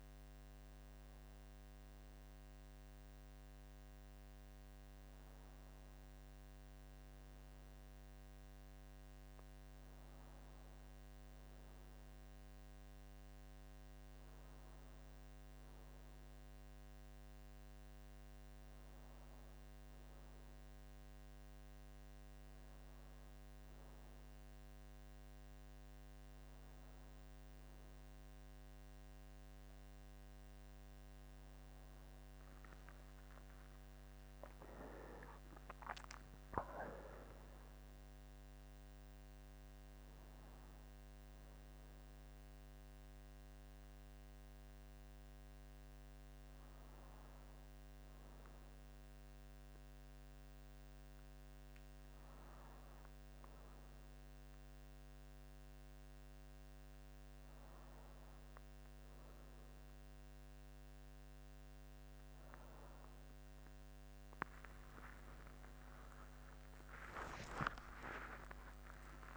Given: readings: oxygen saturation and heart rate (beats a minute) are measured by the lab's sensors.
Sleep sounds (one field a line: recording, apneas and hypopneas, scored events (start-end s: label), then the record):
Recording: breathing in sleep by a microphone on the trachea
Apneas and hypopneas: none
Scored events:
68.00-69.37 s: new sleep stage, awake
From the record:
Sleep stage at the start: N2 (light sleep)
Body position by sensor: on the back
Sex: male